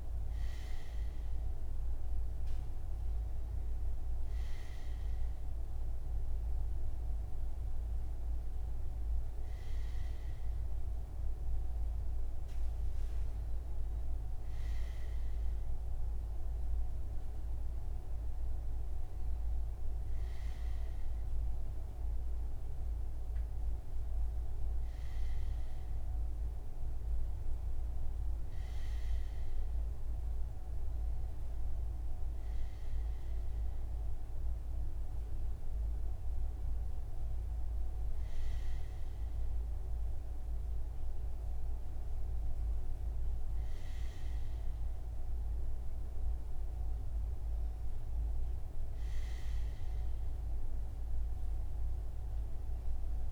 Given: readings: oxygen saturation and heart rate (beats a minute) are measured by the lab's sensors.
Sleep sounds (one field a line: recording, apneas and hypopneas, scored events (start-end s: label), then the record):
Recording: breathing in sleep, hard to hear, by a room microphone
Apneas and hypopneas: none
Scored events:
none scored
From the record:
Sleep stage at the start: REM sleep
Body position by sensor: on the front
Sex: male